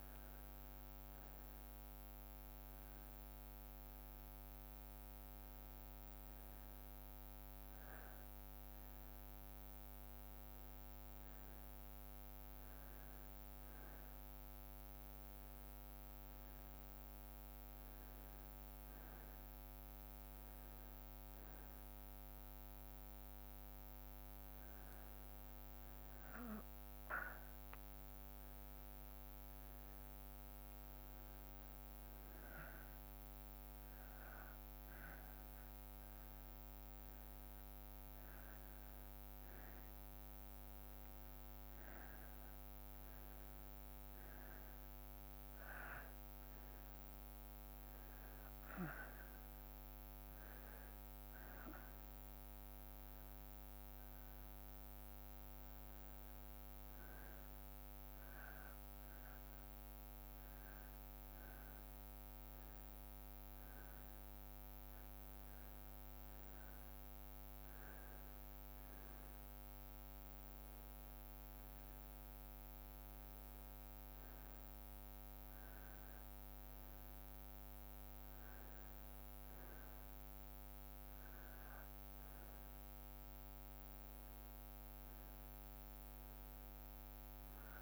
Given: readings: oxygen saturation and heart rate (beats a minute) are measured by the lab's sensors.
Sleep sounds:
breathing in sleep, hard to hear, by a microphone on the trachea; none
4.00-14.00 s: drop in pulse transit time (device-marked, heart rate 58 before, 58 extreme)
27.00-51.00 s: drop in pulse transit time (device-marked, heart rate 58 before, 57 extreme)
From the record:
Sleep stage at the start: N2 (light sleep); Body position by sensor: on the back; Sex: male

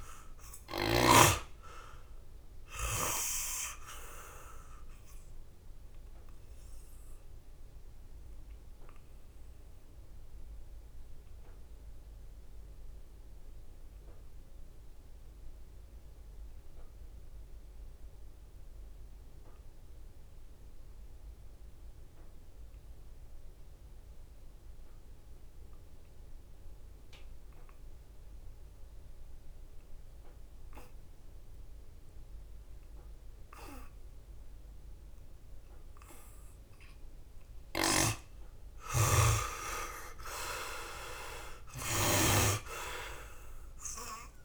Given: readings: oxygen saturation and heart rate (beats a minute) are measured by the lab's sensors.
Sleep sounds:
breathing in sleep by a room microphone; 1
0.00-1.00 s: snoring (device-marked)
0.00-19.50 s: oxygen desaturation (device-marked, oxygen 67% lowest, heart rate 57 extreme)
4.00-37.50 s: obstructive apnea (oxygen 96% before, 67% lowest, heart rate 72 before, 57 extreme, up 4 after)
25.50-44.45 s: oxygen desaturation (device-marked, oxygen 98% before, 71% lowest, heart rate 68 before, 57 extreme)
37.50-42.00 s: snoring (device-marked)
39.00-42.00 s: arousal
From the record:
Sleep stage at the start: N2 (light sleep); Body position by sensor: on the back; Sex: male

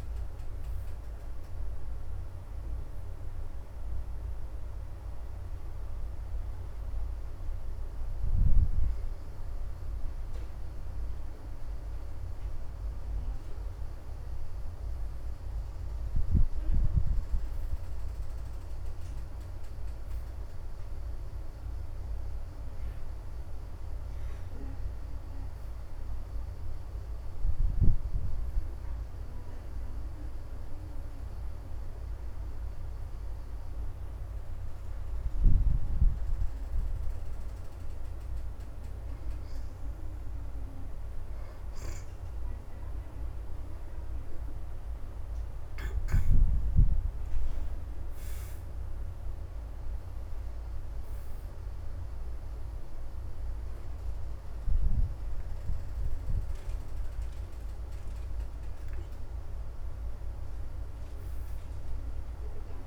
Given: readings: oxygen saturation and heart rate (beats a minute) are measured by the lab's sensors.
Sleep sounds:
breathing in sleep, hard to hear, by a room microphone; none
0.00-4.00 s: oxygen desaturation (device-marked, oxygen 73% lowest, heart rate 101 extreme)
29.00-34.00 s: oxygen desaturation (device-marked, oxygen 79% before, 71% lowest, heart rate 107 before, 103 extreme)
44.50-50.00 s: arousal
54.00-62.87 s: oxygen desaturation (device-marked, oxygen 79% before, 72% lowest, heart rate 106 before, 76 extreme)
From the record:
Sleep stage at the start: N1 (lightest sleep); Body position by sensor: on the back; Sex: female

